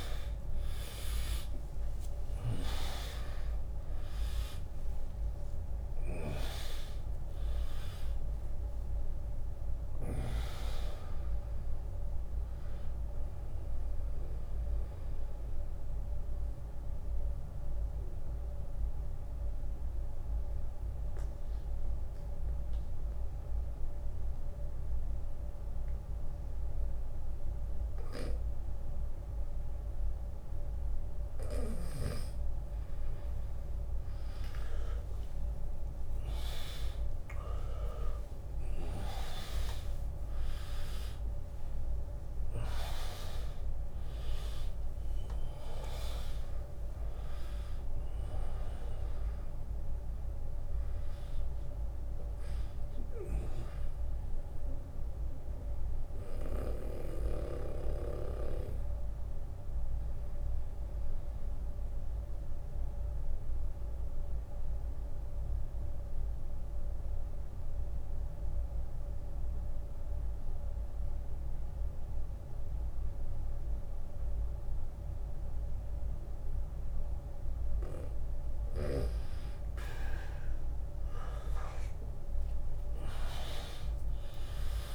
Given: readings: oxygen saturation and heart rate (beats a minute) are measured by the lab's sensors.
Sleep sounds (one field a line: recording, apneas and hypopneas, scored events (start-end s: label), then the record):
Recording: breathing in sleep by a room microphone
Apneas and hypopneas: 2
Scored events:
0.00-12.50 s: drop in pulse transit time (device-marked, heart rate 75 extreme)
0.00-24.50 s: oxygen desaturation (device-marked, oxygen 92% lowest, heart rate 56 extreme)
13.50-31.00 s: obstructive apnea (oxygen 100% before, 92% lowest, heart rate 79 before, 56 extreme, up 1 after)
28.50-30.50 s: long interval between heartbeats (device-marked, heart rate 79 before, 67 extreme)
29.50-36.50 s: bradycardia (device-marked, heart rate 77 before, 56 extreme)
31.00-33.00 s: long interval between heartbeats (device-marked, heart rate 78 before, 68 extreme)
34.50-36.50 s: long interval between heartbeats (device-marked, heart rate 74 before, 56 extreme)
34.50-40.00 s: arousal
40.50-42.50 s: bradycardia (device-marked, heart rate 77 before, 57 extreme)
40.50-61.50 s: oxygen desaturation (device-marked, oxygen 100% before, 93% lowest, heart rate 66 before, 57 extreme)
42.50-44.50 s: long interval between heartbeats (device-marked, heart rate 65 before, 57 extreme)
53.50-77.00 s: obstructive apnea (oxygen 100% before, 91% lowest, heart rate 67 before, 57 extreme, up 14 after)
62.50-64.50 s: long interval between heartbeats (device-marked, heart rate 77 before, 72 extreme)
72.50-74.50 s: long interval between heartbeats (device-marked, heart rate 75 before, 70 extreme)
79.50-84.95 s: arousal
83.50-84.95 s: oxygen desaturation (device-marked, oxygen 100% before, 91% lowest, heart rate 69 before, 48 extreme)
From the record:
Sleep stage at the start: N2 (light sleep)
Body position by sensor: on the right side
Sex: male